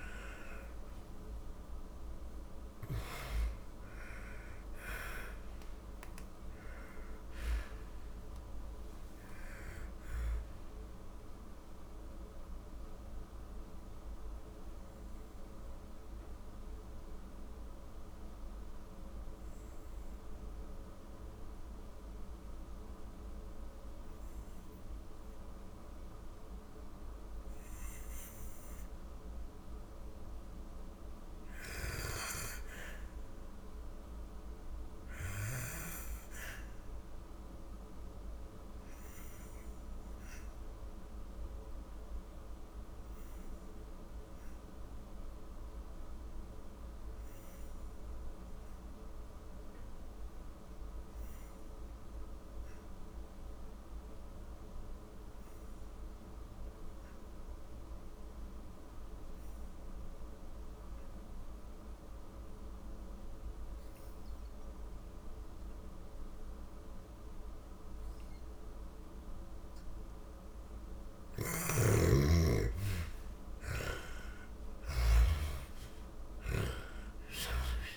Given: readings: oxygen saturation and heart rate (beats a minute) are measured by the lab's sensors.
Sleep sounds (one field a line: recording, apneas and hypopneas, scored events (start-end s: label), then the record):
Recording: breathing in sleep by a room microphone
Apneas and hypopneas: 1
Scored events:
0.00-21.50 s: oxygen desaturation (device-marked, oxygen 75% lowest, heart rate 47 extreme)
10.50-69.50 s: obstructive apnea (oxygen 95% before, 75% lowest, heart rate 105 before, 43 extreme, up 37 after)
35.50-47.50 s: oxygen desaturation (device-marked, oxygen 99% before, 93% lowest, heart rate 62 before, 43 extreme)
59.50-77.96 s: oxygen desaturation (device-marked, oxygen 96% before, 78% lowest, heart rate 52 before, 40 extreme)
69.50-73.50 s: snoring (device-marked)
72.50-77.96 s: arousal
From the record:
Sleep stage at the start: N2 (light sleep)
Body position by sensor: on the back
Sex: female